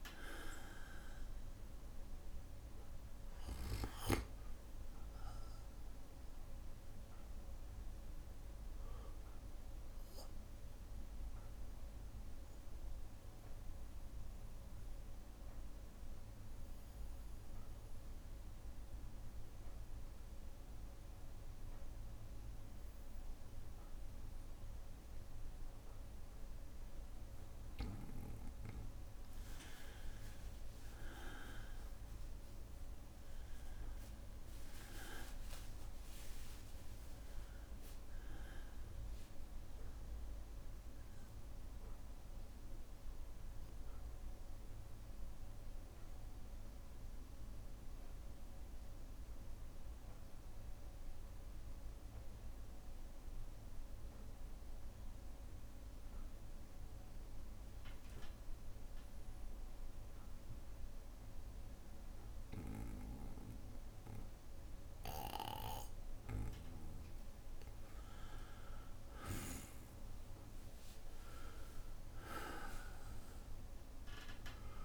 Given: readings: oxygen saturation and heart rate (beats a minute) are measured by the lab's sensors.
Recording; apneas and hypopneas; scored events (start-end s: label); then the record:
breathing in sleep by a room microphone; 2
0.00-19.00 s: oxygen desaturation (device-marked, oxygen 91% lowest, heart rate 58 extreme)
6.00-27.50 s: obstructive apnea (oxygen 99% before, 91% lowest, heart rate 66 before, 56 extreme, up 7 after)
11.00-20.00 s: bradycardia (device-marked, heart rate 62 before, 58 extreme)
30.50-36.00 s: arousal
41.50-65.00 s: obstructive apnea (oxygen 99% before, 93% lowest, heart rate 63 before, 56 extreme, up 7 after)
43.00-56.00 s: bradycardia (device-marked, heart rate 62 before, 56 extreme)
67.50-72.50 s: arousal
69.00-74.85 s: oxygen desaturation (device-marked, oxygen 99% before, 93% lowest, heart rate 59 before, 57 extreme)
From the record:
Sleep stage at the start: N2 (light sleep); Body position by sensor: on the back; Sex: male